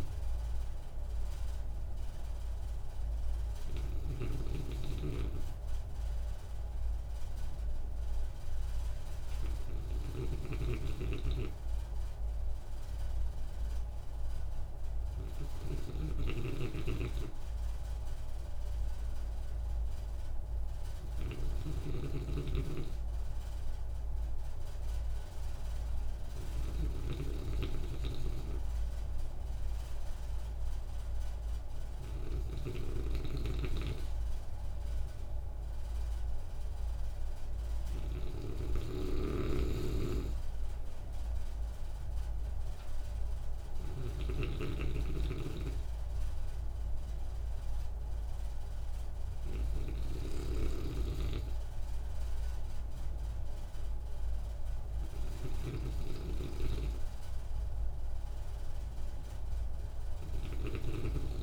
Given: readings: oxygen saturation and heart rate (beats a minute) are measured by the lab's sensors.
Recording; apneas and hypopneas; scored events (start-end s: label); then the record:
breathing in sleep by a room microphone; none
0.00-27.00 s: snoring (device-marked)
33.00-61.43 s: snoring (device-marked)
From the record:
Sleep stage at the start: N2 (light sleep); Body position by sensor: on the right side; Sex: male